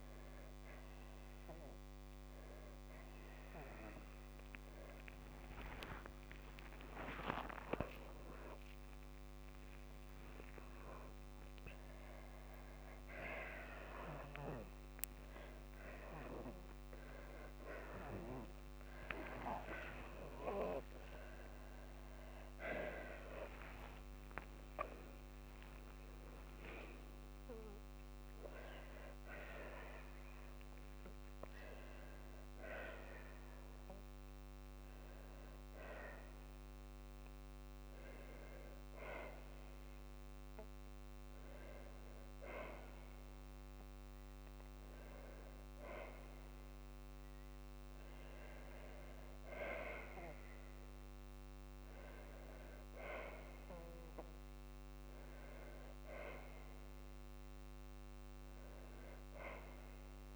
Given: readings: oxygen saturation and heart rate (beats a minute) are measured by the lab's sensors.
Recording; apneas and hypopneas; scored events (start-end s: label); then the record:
a person partly awake in a sleep study, by a microphone on the trachea; none
1.00-27.00 s: oxygen desaturation (device-marked, oxygen 96% before, 91% lowest)
2.00-36.00 s: tachycardia (device-marked, heart rate 61 before, 189 extreme)
3.50-5.50 s: long interval between heartbeats (device-marked, heart rate 54 before, 70 extreme)
5.50-7.50 s: long interval between heartbeats (device-marked, heart rate 57 before, 120 extreme)
6.00-36.00 s: new sleep stage, awake
9.50-11.50 s: long interval between heartbeats (device-marked, heart rate 75 before, 167 extreme)
13.00-15.00 s: long interval between heartbeats (device-marked, heart rate 97 before, 149 extreme)
16.50-18.50 s: long interval between heartbeats (device-marked, heart rate 112 before, 165 extreme)
18.50-20.50 s: long interval between heartbeats (device-marked, heart rate 123 before, 137 extreme)
20.50-22.50 s: long interval between heartbeats (device-marked, heart rate 132 before, 129 extreme)
23.00-25.00 s: long interval between heartbeats (device-marked, heart rate 143 before, 119 extreme)
25.00-27.00 s: long interval between heartbeats (device-marked, heart rate 148 before, 119 extreme)
27.00-29.00 s: long interval between heartbeats (device-marked, heart rate 147 before, 108 extreme)
29.00-31.00 s: long interval between heartbeats (device-marked, heart rate 143 before, 108 extreme)
36.00-60.36 s: new sleep stage, N1 (lightest sleep)
47.50-49.50 s: long interval between heartbeats (device-marked, heart rate 76 before, 67 extreme)
From the record:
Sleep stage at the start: N2 (light sleep); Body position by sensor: on the back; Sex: female